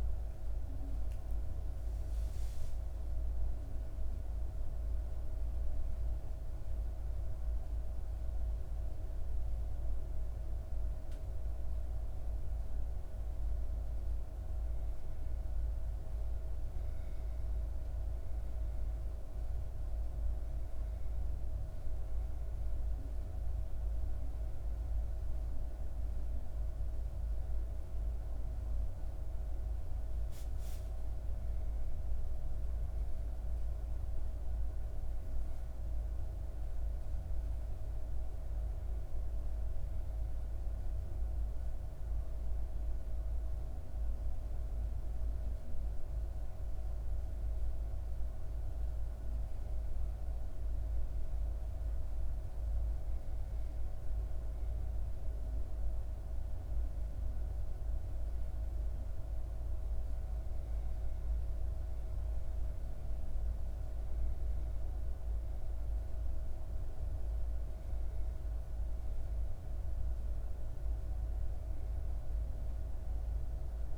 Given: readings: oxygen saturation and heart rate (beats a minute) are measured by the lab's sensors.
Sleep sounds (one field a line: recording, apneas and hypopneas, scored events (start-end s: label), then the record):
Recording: a person partly awake in a sleep study, hard to hear, by a room microphone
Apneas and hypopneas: none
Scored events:
9.00-26.00 s: oxygen desaturation (device-marked, oxygen 97% before, 94% lowest, heart rate 59 before, 59 extreme)
21.00-73.98 s: new sleep stage, N1 (lightest sleep)
From the record:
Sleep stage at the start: awake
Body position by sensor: on the back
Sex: female